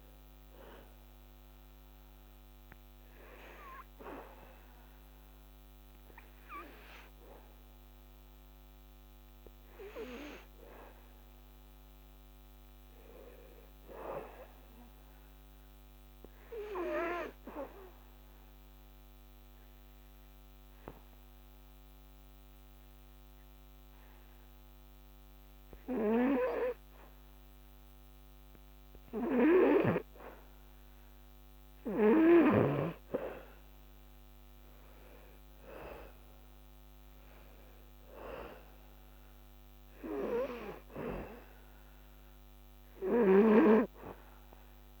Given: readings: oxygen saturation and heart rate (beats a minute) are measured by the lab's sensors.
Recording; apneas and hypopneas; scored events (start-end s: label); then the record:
breathing in sleep by a microphone on the trachea; 1
5.50-15.50 s: oxygen desaturation (device-marked, oxygen 80% before, 72% lowest, heart rate 86 before, 69 extreme)
11.50-15.00 s: arousal
17.50-30.00 s: obstructive apnea (oxygen 99% before, 89% lowest, heart rate 81 before, 69 extreme, up 11 after)
32.00-36.00 s: arousal
36.50-45.00 s: oxygen desaturation (device-marked, oxygen 97% before, 89% lowest, heart rate 74 before, 73 extreme)
From the record:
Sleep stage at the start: N2 (light sleep); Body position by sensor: on the back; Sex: male